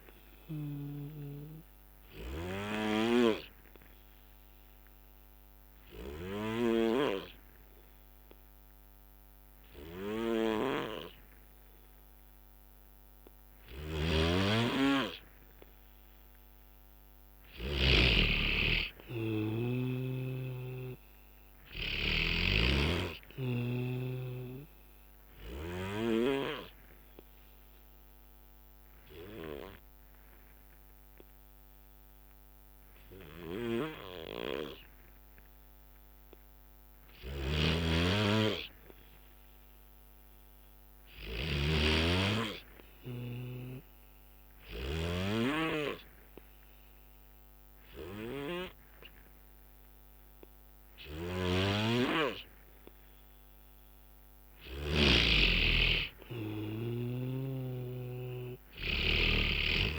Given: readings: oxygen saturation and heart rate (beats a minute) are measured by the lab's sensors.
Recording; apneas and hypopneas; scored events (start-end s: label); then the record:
breathing in sleep by a microphone on the trachea; 2
0.00-1.00 s: snoring (device-marked)
0.00-10.50 s: oxygen desaturation (device-marked, oxygen 91% lowest, heart rate 60 extreme)
2.00-15.50 s: obstructive apnea (oxygen 96% before, 89% lowest, heart rate 69 before, 60 extreme, up 5 after)
3.00-7.00 s: snoring (device-marked)
14.00-18.00 s: snoring (device-marked)
18.00-21.50 s: arousal
21.50-35.50 s: oxygen desaturation (device-marked, oxygen 96% before, 90% lowest, heart rate 64 before, 65 extreme)
22.50-26.50 s: snoring (device-marked)
27.50-53.00 s: obstructive apnea (oxygen 96% before, 88% lowest, heart rate 64 before, 65 extreme, up 3 after)
33.50-45.50 s: snoring (device-marked)
46.50-58.50 s: oxygen desaturation (device-marked, oxygen 97% before, 90% lowest, heart rate 68 before, 65 extreme)
51.50-55.50 s: snoring (device-marked)
55.00-58.50 s: arousal
From the record:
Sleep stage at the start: N2 (light sleep); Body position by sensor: on the back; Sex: male